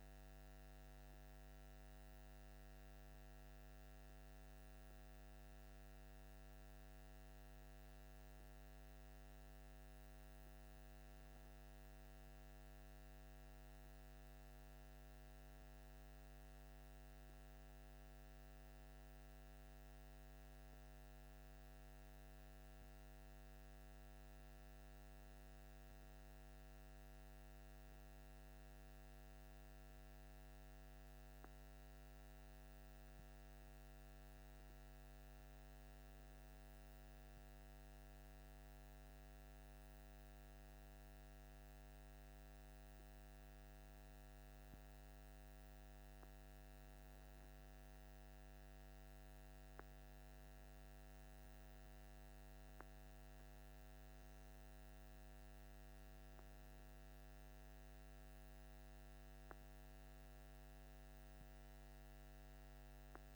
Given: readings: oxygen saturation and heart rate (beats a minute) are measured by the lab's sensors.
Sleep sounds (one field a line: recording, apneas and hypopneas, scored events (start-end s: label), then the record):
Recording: breathing in sleep, hard to hear, by a microphone on the trachea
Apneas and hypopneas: none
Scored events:
none scored
From the record:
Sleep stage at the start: N2 (light sleep)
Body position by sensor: on the left side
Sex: male